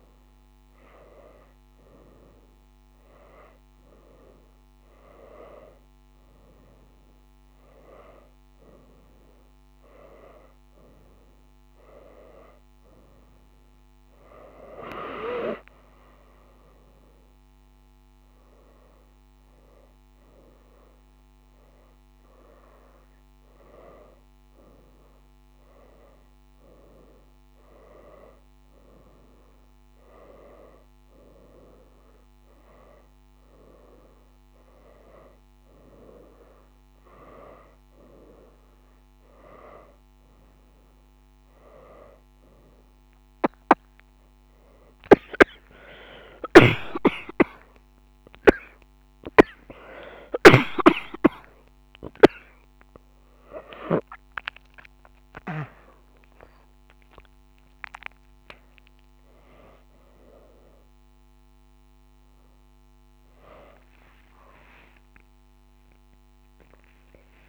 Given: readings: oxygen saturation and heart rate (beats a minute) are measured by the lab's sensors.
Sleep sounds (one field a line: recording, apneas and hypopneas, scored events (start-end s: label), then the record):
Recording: a person partly awake in a sleep study, by a microphone on the trachea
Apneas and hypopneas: none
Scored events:
45.00-52.50 s: snoring (device-marked)
48.50-67.49 s: new sleep stage, awake
57.50-59.50 s: tachycardia (device-marked, heart rate 96 before, 100 extreme)
From the record:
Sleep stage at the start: N2 (light sleep)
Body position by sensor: on the right side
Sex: female